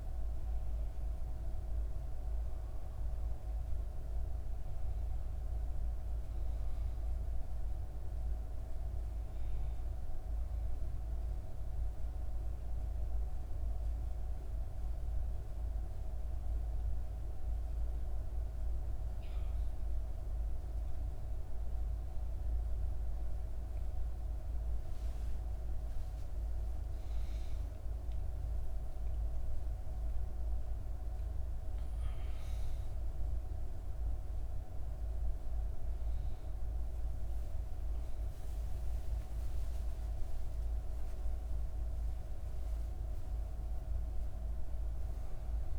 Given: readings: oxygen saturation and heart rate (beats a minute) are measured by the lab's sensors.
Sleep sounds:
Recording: a person awake in a sleep study, hard to hear, by a room microphone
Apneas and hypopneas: none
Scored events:
none scored
From the record:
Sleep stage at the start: awake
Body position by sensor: on the back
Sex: female

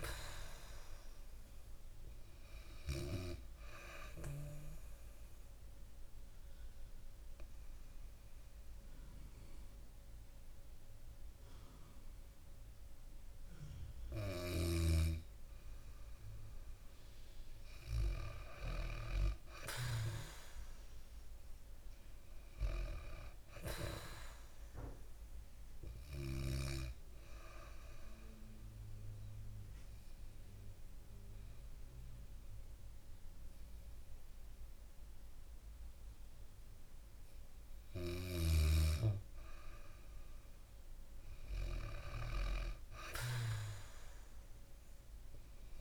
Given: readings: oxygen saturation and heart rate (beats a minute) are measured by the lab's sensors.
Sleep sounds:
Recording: breathing in sleep by a room microphone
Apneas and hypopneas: 2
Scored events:
5.00-16.50 s: obstructive apnea (oxygen 96% before, 91% lowest, heart rate 68 before, 62 extreme, up 4 after)
18.50-21.50 s: arousal
22.50-38.50 s: oxygen desaturation (device-marked, oxygen 97% before, 93% lowest, heart rate 67 before, 59 extreme)
25.00-37.00 s: hypopnea (oxygen 97% before, 91% lowest, heart rate 67 before, 59 extreme, up 4 after)
39.50-43.00 s: arousal
From the record:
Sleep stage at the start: N2 (light sleep)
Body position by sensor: on the back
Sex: female

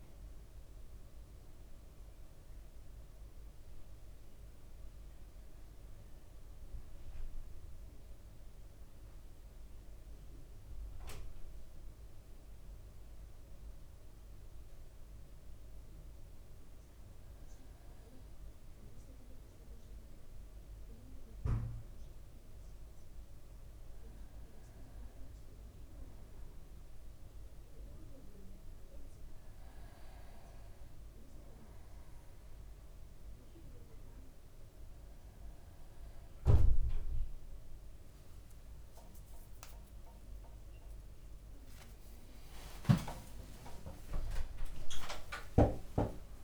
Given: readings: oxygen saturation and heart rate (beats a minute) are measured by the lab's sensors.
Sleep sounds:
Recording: a person partly awake in a sleep study, by a room microphone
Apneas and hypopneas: none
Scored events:
4.50-9.50 s: arousal
34.50-46.44 s: new sleep stage, awake
38.00-46.44 s: leg movement (device-marked)
From the record:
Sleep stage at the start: N2 (light sleep)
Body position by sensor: on the right side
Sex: male

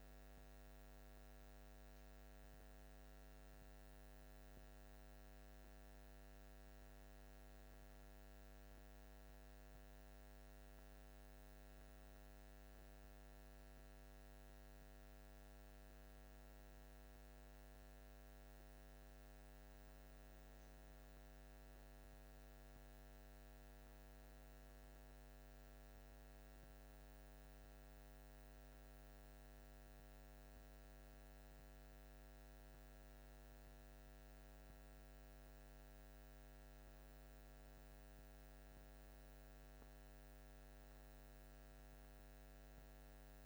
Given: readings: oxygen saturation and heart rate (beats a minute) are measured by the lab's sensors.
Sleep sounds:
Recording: a person awake in a sleep study, hard to hear, by a microphone on the trachea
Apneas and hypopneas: none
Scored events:
none scored
From the record:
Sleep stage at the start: awake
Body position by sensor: on the back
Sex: male

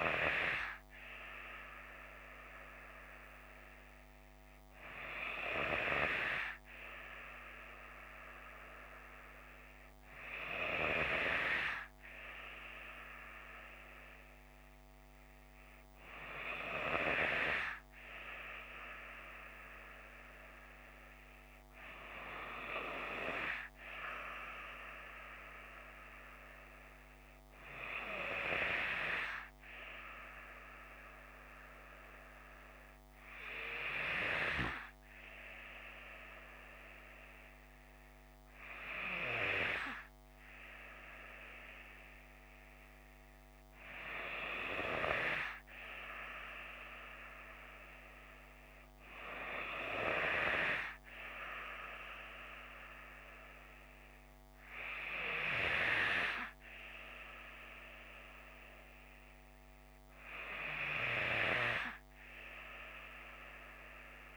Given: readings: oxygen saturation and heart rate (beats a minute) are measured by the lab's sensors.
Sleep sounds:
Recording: breathing in sleep by a microphone on the trachea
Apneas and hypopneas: none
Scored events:
none scored
From the record:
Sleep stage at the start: N3 (deep sleep)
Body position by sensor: on the left side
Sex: female

